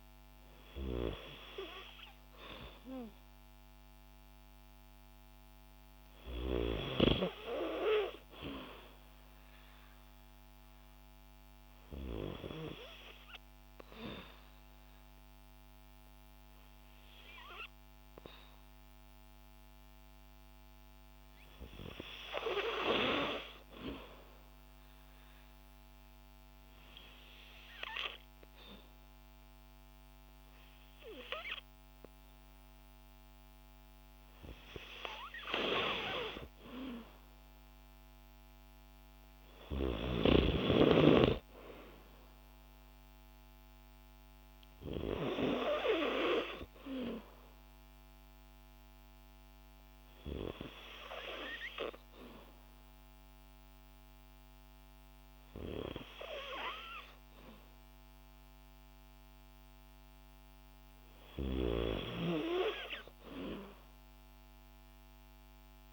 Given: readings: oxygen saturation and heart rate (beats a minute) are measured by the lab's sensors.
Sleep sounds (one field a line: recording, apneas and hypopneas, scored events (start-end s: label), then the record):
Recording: breathing in sleep by a microphone on the trachea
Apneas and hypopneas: 1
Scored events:
10.50-21.50 s: hypopnea (oxygen 95% before, 92% lowest, heart rate 56 before, 56 extreme, up 1 after)
23.50-27.00 s: arousal
From the record:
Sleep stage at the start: N2 (light sleep)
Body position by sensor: on the back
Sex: female